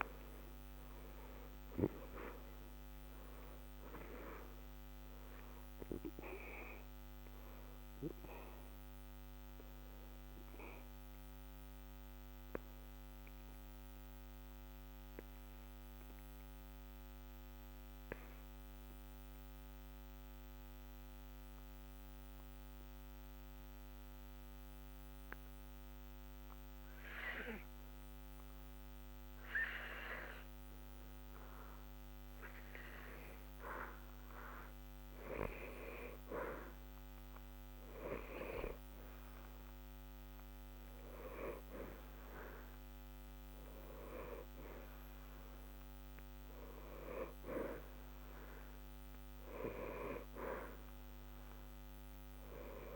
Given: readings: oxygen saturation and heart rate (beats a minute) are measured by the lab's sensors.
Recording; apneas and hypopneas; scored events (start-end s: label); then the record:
breathing in sleep by a microphone on the trachea; 1
0.00-2.50 s: arousal
0.00-24.00 s: oxygen desaturation (device-marked, oxygen 95% before, 88% lowest, heart rate 60 before, 60 extreme)
12.00-33.00 s: obstructive apnea (oxygen 95% before, 88% lowest, heart rate 67 before, 60 extreme, up 0 after)
35.00-40.00 s: arousal
44.00-52.95 s: oxygen desaturation (device-marked, oxygen 94% before, 89% lowest, heart rate 60 before, 60 extreme)
From the record:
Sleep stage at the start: N2 (light sleep); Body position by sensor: on the back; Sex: male